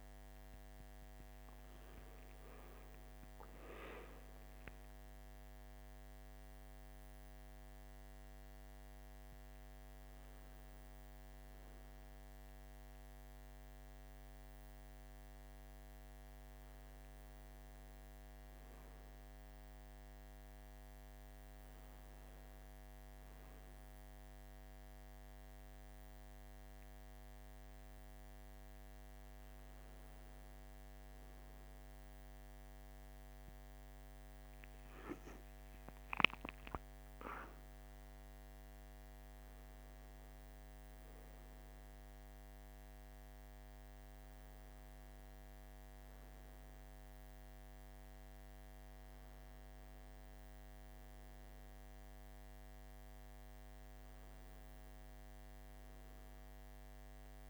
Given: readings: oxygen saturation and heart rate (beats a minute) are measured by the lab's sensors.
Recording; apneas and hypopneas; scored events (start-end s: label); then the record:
breathing in sleep, hard to hear, by a microphone on the trachea; none
0.00-3.00 s: arousal
32.50-38.00 s: arousal
From the record:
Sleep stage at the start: N1 (lightest sleep); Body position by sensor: on the right side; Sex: male